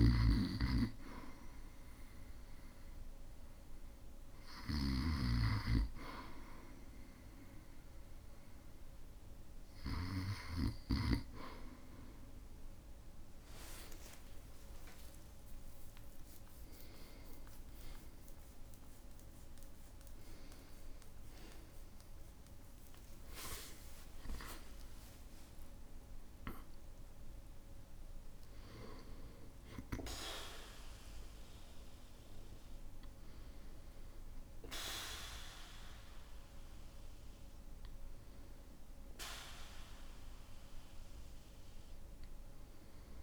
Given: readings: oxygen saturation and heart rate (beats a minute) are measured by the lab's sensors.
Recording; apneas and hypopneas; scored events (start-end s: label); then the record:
breathing in sleep by a room microphone; none
0.00-5.50 s: snoring (device-marked)
13.00-24.00 s: tachycardia (device-marked, heart rate 61 before, 160 extreme)
17.00-19.00 s: long interval between heartbeats (device-marked, heart rate 69 before, 132 extreme)
19.00-24.50 s: arousal
19.50-21.50 s: long interval between heartbeats (device-marked, heart rate 77 before, 154 extreme)
22.00-24.00 s: long interval between heartbeats (device-marked, heart rate 91 before, 130 extreme)
From the record:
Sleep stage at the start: REM sleep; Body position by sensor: on the back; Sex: male